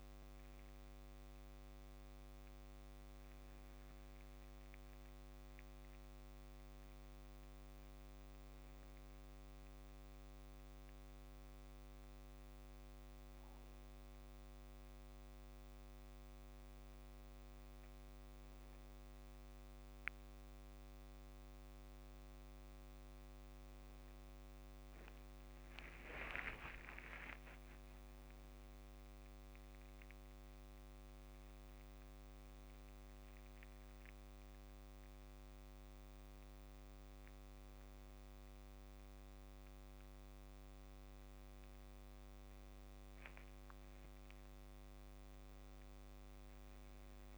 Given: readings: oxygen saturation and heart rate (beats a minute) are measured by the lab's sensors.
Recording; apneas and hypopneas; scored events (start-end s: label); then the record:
breathing in sleep, hard to hear, by a microphone on the trachea; none
8.00-47.38 s: new sleep stage, N2 (light sleep)
26.00-30.00 s: arousal
26.50-28.50 s: long interval between heartbeats (device-marked, heart rate 66 before, 79 extreme)
From the record:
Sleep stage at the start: N1 (lightest sleep); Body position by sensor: on the back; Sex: male